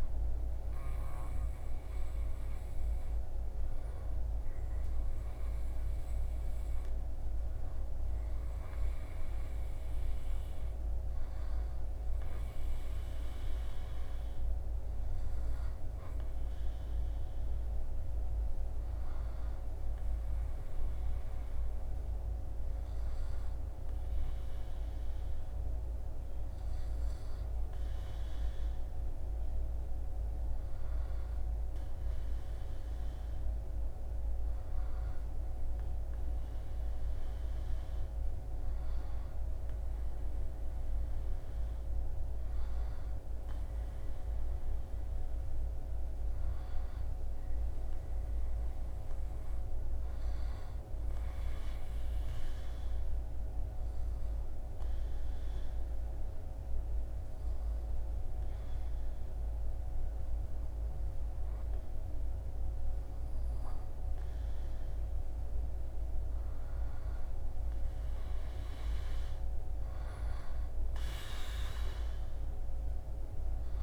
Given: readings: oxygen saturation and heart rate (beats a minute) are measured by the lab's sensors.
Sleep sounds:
breathing in sleep, hard to hear, by a room microphone; 1
43.50-47.50 s: arousal
51.50-64.00 s: obstructive apnea (oxygen 98% before, 95% lowest, heart rate 78 before, 76 extreme, up 4 after)
66.50-70.00 s: arousal
71.00-73.83 s: new sleep stage, REM sleep
From the record:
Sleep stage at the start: N2 (light sleep); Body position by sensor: on the back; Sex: male

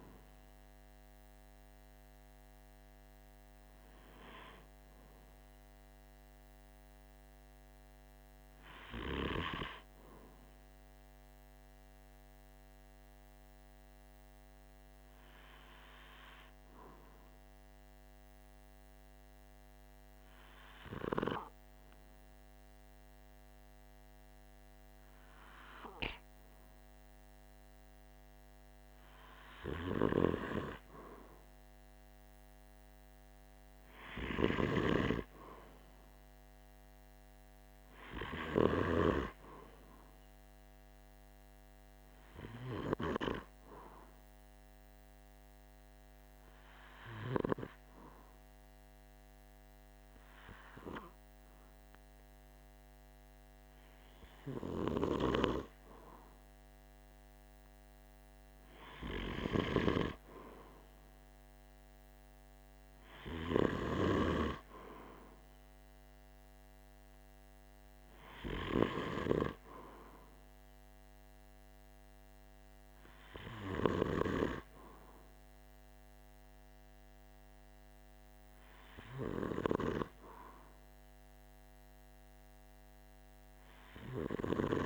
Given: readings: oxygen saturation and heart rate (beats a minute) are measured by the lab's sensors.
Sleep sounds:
breathing in sleep by a microphone on the trachea; 2
12.50-25.50 s: hypopnea (oxygen 96% before, 95% lowest, heart rate 47 before, 47 extreme, up 1 after)
29.00-32.50 s: arousal
42.00-54.50 s: hypopnea (oxygen 97% before, 95% lowest, heart rate 48 before, 47 extreme, up 2 after)
56.50-61.00 s: arousal
From the record:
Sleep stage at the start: N2 (light sleep); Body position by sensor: on the right side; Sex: male

